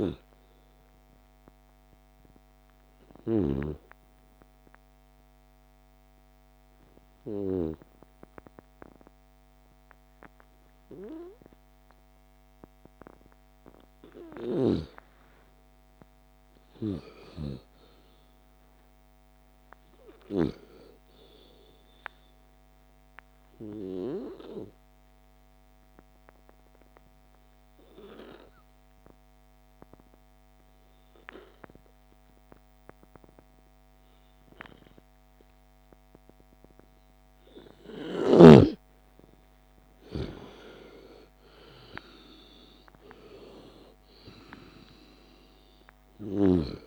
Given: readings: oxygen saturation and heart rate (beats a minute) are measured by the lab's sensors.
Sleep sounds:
breathing in sleep by a microphone on the trachea; 2
0.00-15.00 s: oxygen desaturation (device-marked, oxygen 82% lowest)
0.50-13.50 s: obstructive apnea (oxygen 98% before, 82% lowest)
14.50-20.50 s: snoring (device-marked)
15.00-19.50 s: arousal
25.00-38.00 s: obstructive apnea (oxygen 99% before, 85% lowest)
26.00-36.00 s: oxygen desaturation (device-marked, oxygen 99% before, 93% lowest)
39.50-42.00 s: arousal
44.00-46.87 s: oxygen desaturation (device-marked, oxygen 96% before, 85% lowest)
From the record:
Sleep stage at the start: N2 (light sleep); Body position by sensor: on the left side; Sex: female

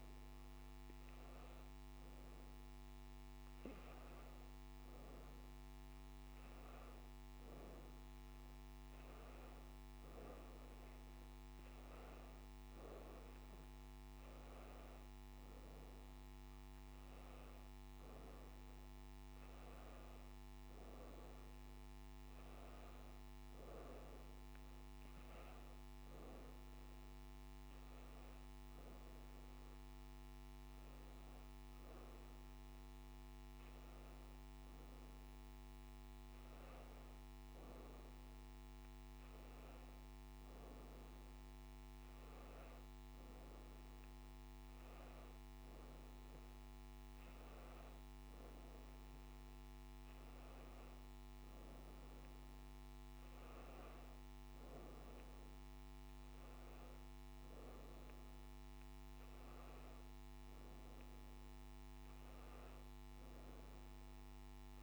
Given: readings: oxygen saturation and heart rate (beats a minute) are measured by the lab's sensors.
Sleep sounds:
breathing in sleep, hard to hear, by a microphone on the trachea; none
none scored
From the record:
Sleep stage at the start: N1 (lightest sleep); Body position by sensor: on the back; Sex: female

